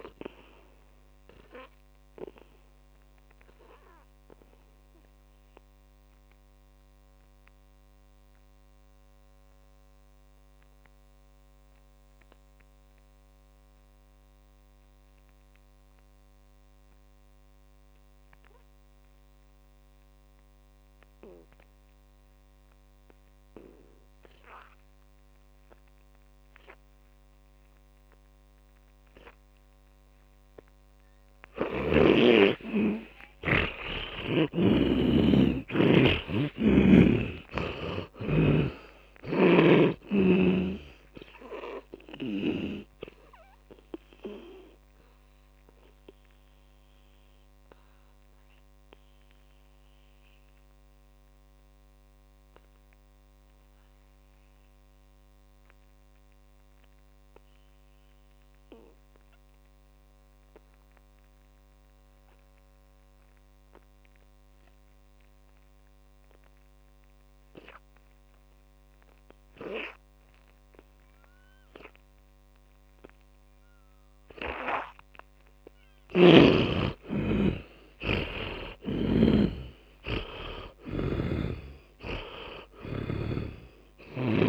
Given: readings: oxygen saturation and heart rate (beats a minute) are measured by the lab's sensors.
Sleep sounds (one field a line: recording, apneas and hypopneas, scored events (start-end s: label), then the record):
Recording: breathing in sleep by a microphone on the trachea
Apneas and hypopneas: 2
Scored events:
2.00-22.00 s: oxygen desaturation (device-marked, oxygen 94% before, 79% lowest, heart rate 57 before, 49 extreme)
2.00-30.50 s: mixed apnea (oxygen 100% before, 77% lowest, heart rate 57 before, 49 extreme, up 13 after)
33.00-39.50 s: arousal
37.00-66.00 s: oxygen desaturation (device-marked, oxygen 99% before, 77% lowest, heart rate 54 before, 46 extreme)
44.00-76.00 s: mixed apnea (oxygen 100% before, 76% lowest, heart rate 58 before, 46 extreme, up 23 after)
77.50-80.50 s: arousal
79.00-84.49 s: oxygen desaturation (device-marked, oxygen 100% before, 76% lowest, heart rate 51 before, 48 extreme)
81.50-84.49 s: snoring (device-marked)
From the record:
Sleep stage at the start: N2 (light sleep)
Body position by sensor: on the back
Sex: male